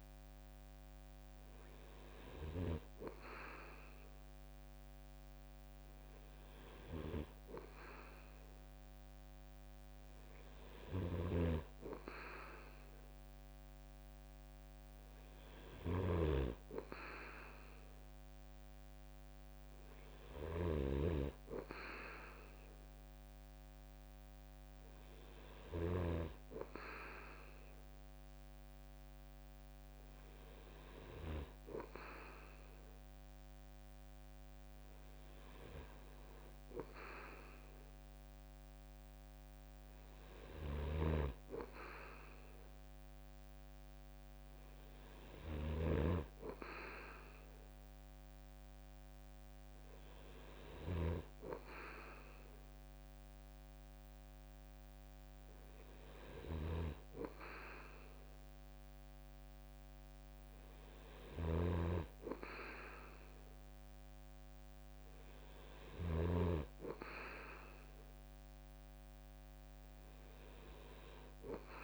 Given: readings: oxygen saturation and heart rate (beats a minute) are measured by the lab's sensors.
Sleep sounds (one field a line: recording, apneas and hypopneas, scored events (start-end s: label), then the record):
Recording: breathing in sleep by a microphone on the trachea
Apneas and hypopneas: none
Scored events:
10.50-26.00 s: snoring (device-marked)
40.50-66.00 s: snoring (device-marked)
From the record:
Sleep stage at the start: N2 (light sleep)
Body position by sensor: on the right side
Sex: male